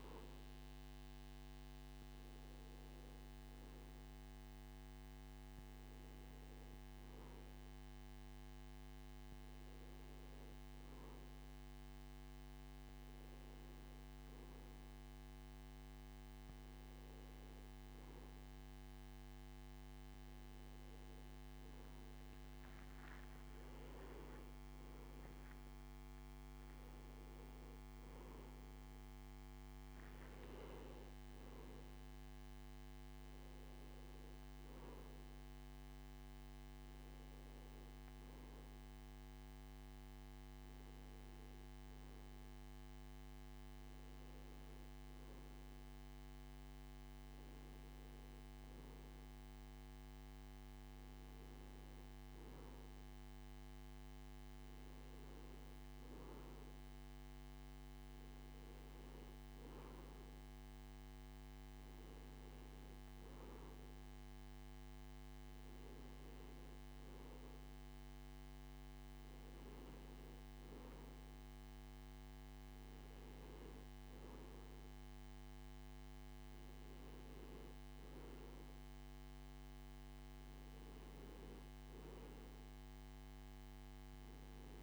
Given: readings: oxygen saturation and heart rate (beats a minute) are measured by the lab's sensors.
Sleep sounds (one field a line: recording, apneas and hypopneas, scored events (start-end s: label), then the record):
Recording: breathing in sleep, hard to hear, by a microphone on the trachea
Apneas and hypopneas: none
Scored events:
none scored
From the record:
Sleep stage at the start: N2 (light sleep)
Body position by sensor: on the back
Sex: male